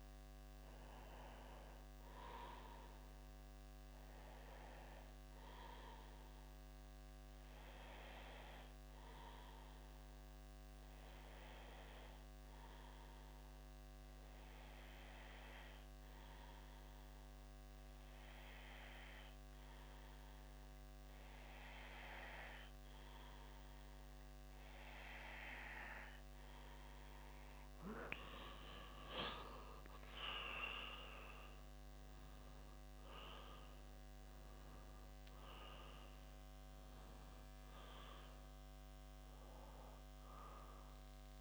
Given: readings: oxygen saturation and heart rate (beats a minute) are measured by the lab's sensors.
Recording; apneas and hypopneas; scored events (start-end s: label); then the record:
breathing in sleep by a microphone on the trachea; 1
5.50-26.50 s: obstructive apnea (oxygen 95% before, 91% lowest, heart rate 63 before, 58 extreme, up 8 after)
28.50-32.50 s: arousal
From the record:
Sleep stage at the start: N2 (light sleep); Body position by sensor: on the back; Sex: male